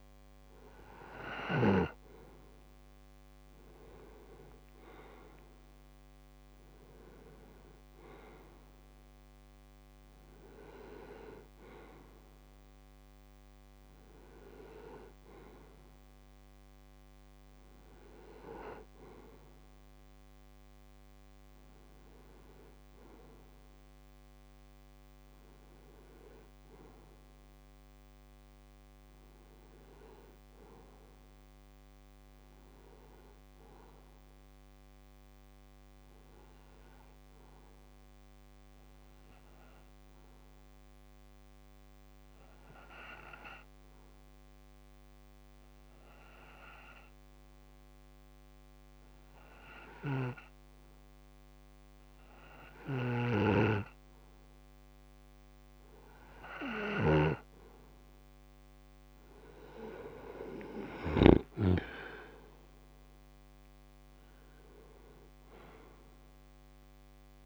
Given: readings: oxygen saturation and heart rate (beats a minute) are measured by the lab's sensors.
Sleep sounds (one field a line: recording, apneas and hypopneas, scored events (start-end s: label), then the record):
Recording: breathing in sleep by a microphone on the trachea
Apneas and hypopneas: 1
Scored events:
0.00-1.50 s: snoring (device-marked)
0.00-29.50 s: oxygen desaturation (device-marked, oxygen 90% lowest)
1.00-5.00 s: arousal
37.00-55.00 s: obstructive apnea (oxygen 96% before, 90% lowest)
49.50-61.00 s: snoring (device-marked)
52.50-67.46 s: oxygen desaturation (device-marked, oxygen 95% before, 90% lowest)
59.50-63.00 s: arousal
From the record:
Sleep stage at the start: N2 (light sleep)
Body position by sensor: on the right side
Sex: male